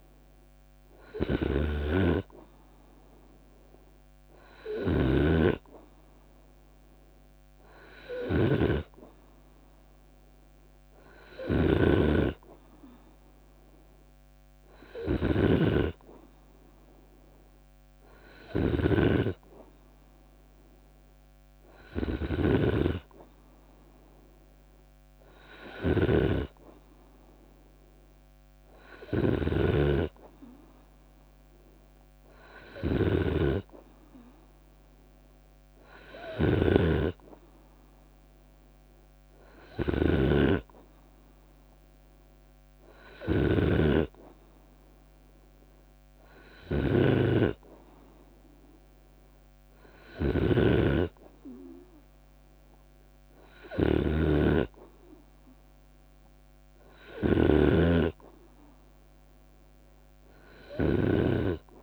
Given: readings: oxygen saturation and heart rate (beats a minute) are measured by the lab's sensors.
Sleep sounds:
breathing in sleep by a microphone on the trachea; none
0.00-4.50 s: snoring (device-marked)
10.50-61.83 s: snoring (device-marked)
33.50-35.50 s: long interval between heartbeats (device-marked, heart rate 76 before, 81 extreme)
41.00-43.00 s: long interval between heartbeats (device-marked, heart rate 78 before, 81 extreme)
60.00-61.83 s: long interval between heartbeats (device-marked, heart rate 78 before, 80 extreme)
From the record:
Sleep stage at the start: N2 (light sleep); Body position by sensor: on the right side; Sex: male

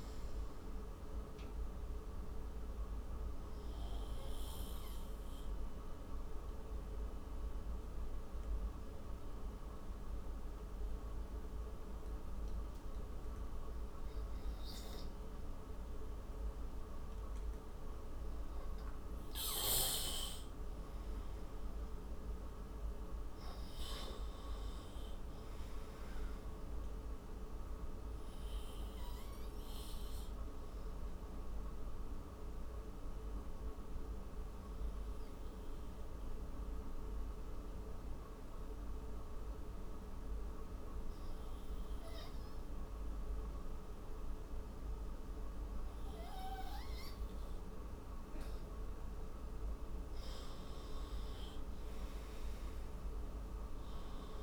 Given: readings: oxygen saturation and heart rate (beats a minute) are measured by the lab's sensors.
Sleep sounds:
breathing in sleep, hard to hear, by a room microphone; 2
3.50-19.50 s: obstructive apnea (oxygen 98% before, 93% lowest)
21.00-24.50 s: arousal
28.50-49.50 s: obstructive apnea (oxygen 99% before, 93% lowest)
50.50-54.00 s: arousal
From the record:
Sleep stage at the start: N2 (light sleep); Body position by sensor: on the right side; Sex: male

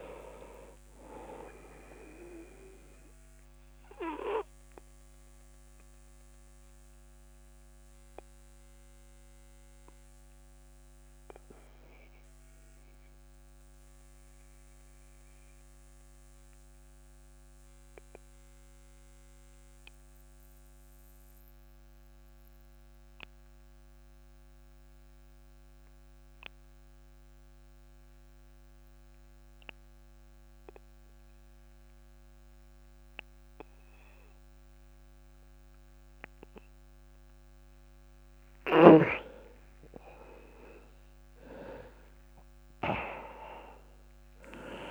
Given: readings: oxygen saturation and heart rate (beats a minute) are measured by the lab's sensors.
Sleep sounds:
breathing in sleep by a microphone on the trachea; 1
0.00-12.50 s: oxygen desaturation (device-marked, oxygen 91% lowest)
3.00-36.00 s: obstructive apnea (oxygen 99% before, 88% lowest)
14.50-24.50 s: oxygen desaturation (device-marked, oxygen 94% before, 88% lowest)
39.50-43.50 s: arousal
From the record:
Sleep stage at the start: N2 (light sleep); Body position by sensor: on the back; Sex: male

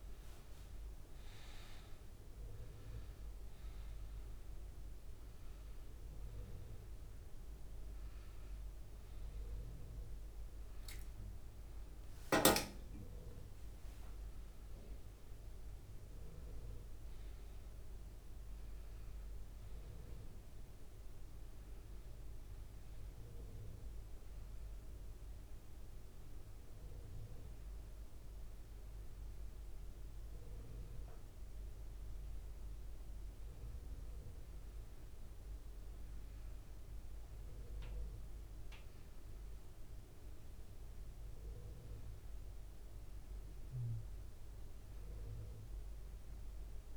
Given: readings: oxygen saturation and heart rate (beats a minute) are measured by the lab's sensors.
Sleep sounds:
a person partly awake in a sleep study, hard to hear, by a room microphone; none
3.00-46.97 s: new sleep stage, N1 (lightest sleep)
45.50-46.97 s: arousal
From the record:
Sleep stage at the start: awake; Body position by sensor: on the back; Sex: male

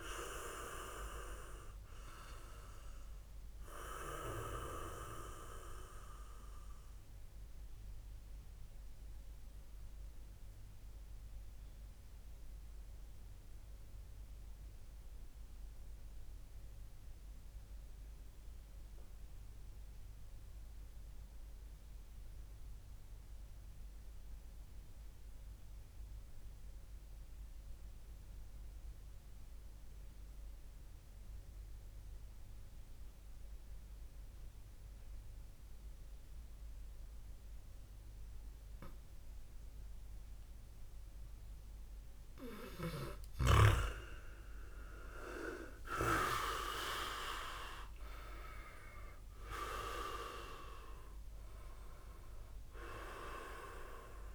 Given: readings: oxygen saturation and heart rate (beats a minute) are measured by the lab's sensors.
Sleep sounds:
breathing in sleep by a room microphone; 1
4.50-41.00 s: obstructive apnea (oxygen 100% before, 96% lowest, heart rate 60 before, 57 extreme, up 24 after)
43.00-46.50 s: arousal
From the record:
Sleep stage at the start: N2 (light sleep); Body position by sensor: on the back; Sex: male

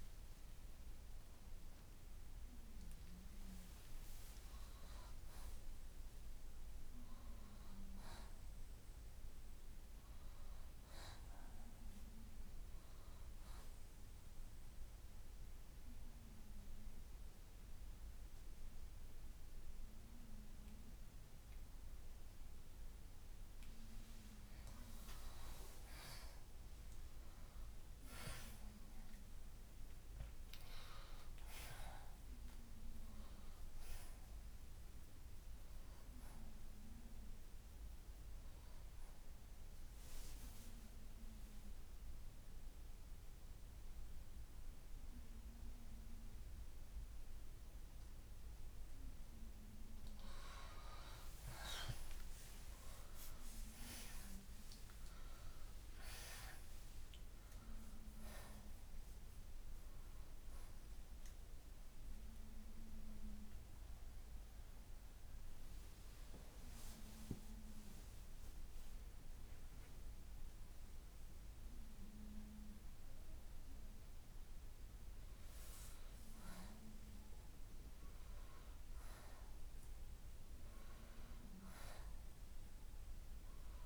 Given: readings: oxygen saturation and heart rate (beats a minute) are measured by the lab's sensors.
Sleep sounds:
breathing in sleep by a room microphone; 1
0.00-14.50 s: oxygen desaturation (device-marked, oxygen 85% lowest, heart rate 54 extreme)
16.50-29.50 s: oxygen desaturation (device-marked, oxygen 95% before, 90% lowest, heart rate 65 before, 56 extreme)
29.00-35.00 s: arousal
38.50-53.50 s: oxygen desaturation (device-marked, oxygen 92% before, 83% lowest, heart rate 64 before, 56 extreme)
56.00-59.50 s: arousal
62.00-74.50 s: hypopnea (oxygen 94% before, 85% lowest, heart rate 64 before, 58 extreme, up 1 after)
68.50-81.50 s: oxygen desaturation (device-marked, oxygen 93% before, 85% lowest, heart rate 64 before, 58 extreme)
76.50-80.50 s: arousal
From the record:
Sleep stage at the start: N2 (light sleep); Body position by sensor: on the left side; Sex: male

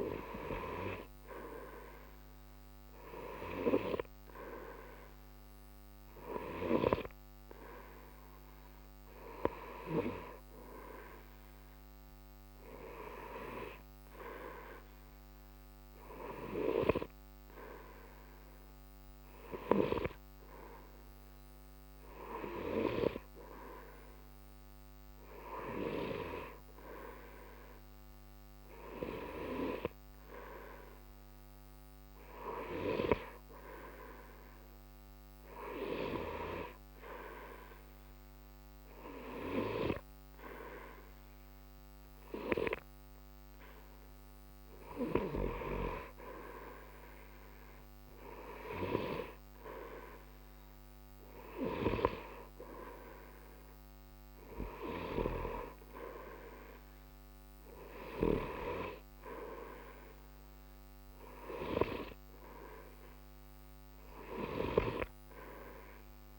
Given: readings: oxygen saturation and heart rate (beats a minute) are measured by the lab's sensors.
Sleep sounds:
breathing in sleep by a microphone on the trachea; none
none scored
From the record:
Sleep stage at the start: N2 (light sleep); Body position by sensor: on the right side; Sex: male

